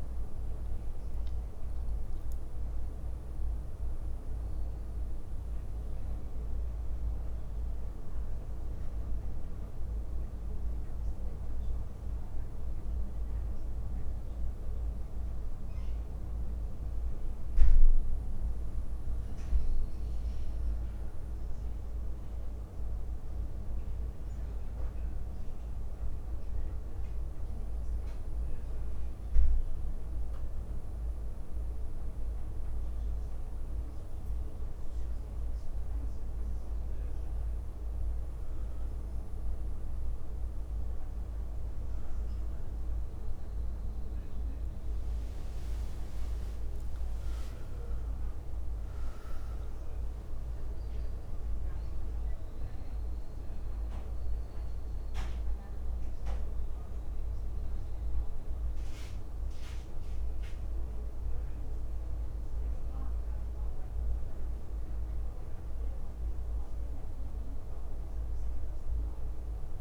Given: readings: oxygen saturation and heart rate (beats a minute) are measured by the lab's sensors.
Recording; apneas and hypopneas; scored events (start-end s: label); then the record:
a person partly awake in a sleep study, hard to hear, by a room microphone; 1
13.50-36.50 s: oxygen desaturation (device-marked, oxygen 99% before, 94% lowest, heart rate 76 before, 73 extreme)
14.50-69.81 s: new sleep stage, N1 (lightest sleep)
24.00-35.00 s: hypopnea (oxygen 100% before, 94% lowest, heart rate 75 before, 73 extreme, up 7 after)
30.50-31.50 s: leg movement (device-marked)
33.00-35.00 s: leg movement (device-marked)
36.00-39.00 s: leg movement (device-marked)
36.00-40.00 s: arousal
44.50-50.00 s: leg movement (device-marked)
44.50-57.50 s: oxygen desaturation (device-marked, oxygen 97% before, 94% lowest, heart rate 76 before, 73 extreme)
From the record:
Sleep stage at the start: awake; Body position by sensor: on the right side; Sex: female